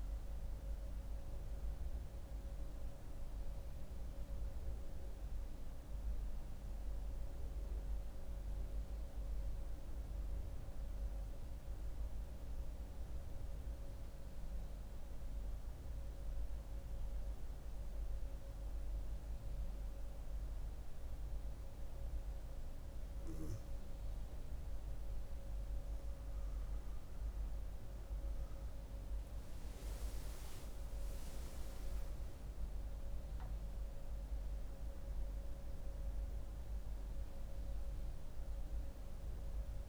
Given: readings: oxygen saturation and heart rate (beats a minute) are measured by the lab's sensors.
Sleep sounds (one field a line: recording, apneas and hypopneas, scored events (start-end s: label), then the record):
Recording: breathing in sleep, hard to hear, by a room microphone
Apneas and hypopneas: 1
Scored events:
0.00-9.00 s: oxygen desaturation (device-marked, oxygen 90% lowest)
3.50-23.00 s: mixed apnea (oxygen 97% before, 91% lowest)
25.00-29.00 s: arousal
26.00-39.88 s: oxygen desaturation (device-marked, oxygen 97% before, 91% lowest)
From the record:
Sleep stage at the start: N2 (light sleep)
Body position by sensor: on the back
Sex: female